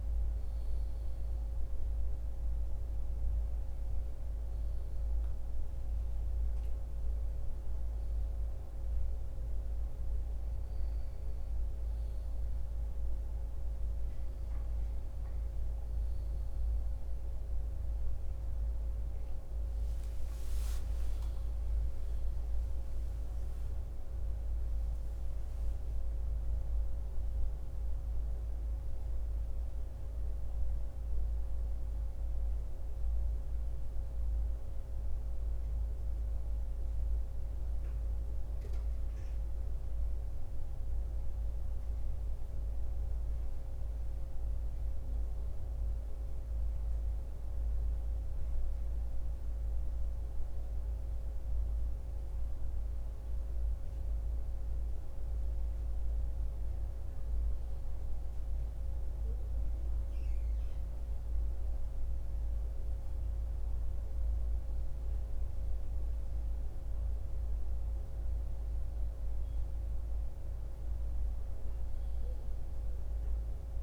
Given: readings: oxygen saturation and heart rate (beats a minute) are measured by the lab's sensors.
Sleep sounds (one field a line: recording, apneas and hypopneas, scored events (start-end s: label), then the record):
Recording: breathing in sleep, hard to hear, by a room microphone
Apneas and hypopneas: none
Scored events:
19.50-24.50 s: arousal
21.00-30.00 s: oxygen desaturation (device-marked, oxygen 96% before, 93% lowest)
From the record:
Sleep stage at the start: N1 (lightest sleep)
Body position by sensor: on the back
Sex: male